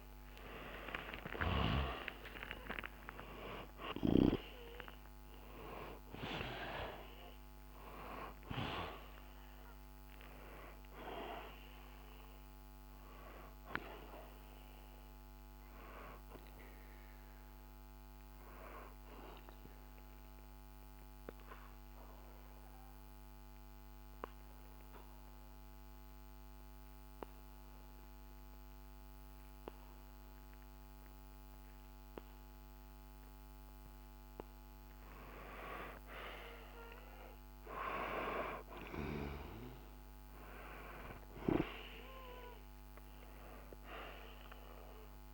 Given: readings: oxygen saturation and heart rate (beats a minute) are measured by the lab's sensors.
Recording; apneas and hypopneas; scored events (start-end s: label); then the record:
breathing in sleep by a microphone on the trachea; 1
0.00-4.00 s: arousal
9.00-21.00 s: oxygen desaturation (device-marked, oxygen 98% before, 92% lowest, heart rate 79 before, 60 extreme)
16.50-33.00 s: obstructive apnea (oxygen 99% before, 92% lowest, heart rate 94 before, 60 extreme, up 0 after)
35.50-39.00 s: arousal
44.00-45.34 s: oxygen desaturation (device-marked, oxygen 98% before, 93% lowest, heart rate 65 before, 64 extreme)
From the record:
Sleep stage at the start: REM sleep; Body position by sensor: on the back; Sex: male